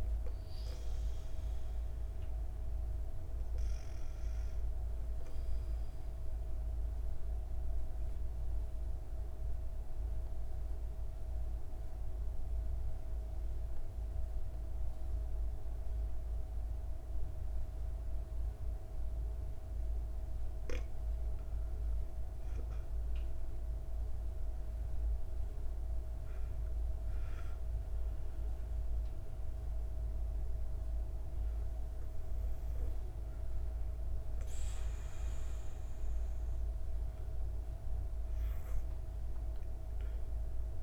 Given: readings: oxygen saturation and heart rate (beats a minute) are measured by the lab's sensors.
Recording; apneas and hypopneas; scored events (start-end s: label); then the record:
breathing in sleep, hard to hear, by a room microphone; 1
6.00-20.00 s: obstructive apnea (oxygen 97% before, 93% lowest, heart rate 64 before, 62 extreme, up 8 after)
22.00-26.00 s: arousal
24.00-40.82 s: oxygen desaturation (device-marked, oxygen 96% before, 93% lowest, heart rate 64 before, 56 extreme)
From the record:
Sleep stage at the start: N2 (light sleep); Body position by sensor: on the back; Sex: female